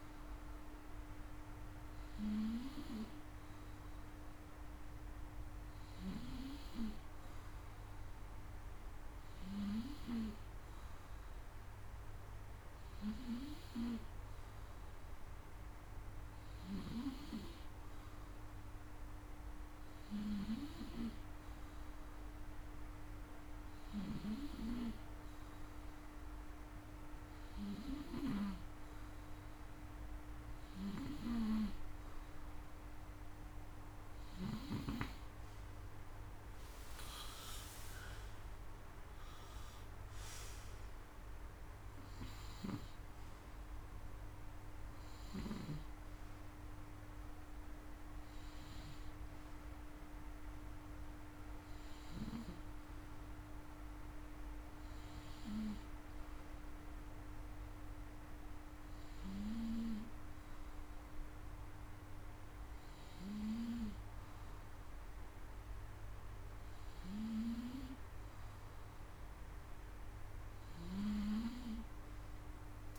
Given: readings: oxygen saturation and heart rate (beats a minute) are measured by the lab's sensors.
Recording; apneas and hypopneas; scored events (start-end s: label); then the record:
breathing in sleep by a room microphone; none
30.00-34.00 s: snoring (device-marked)
From the record:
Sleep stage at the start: N2 (light sleep); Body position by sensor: on the front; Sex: male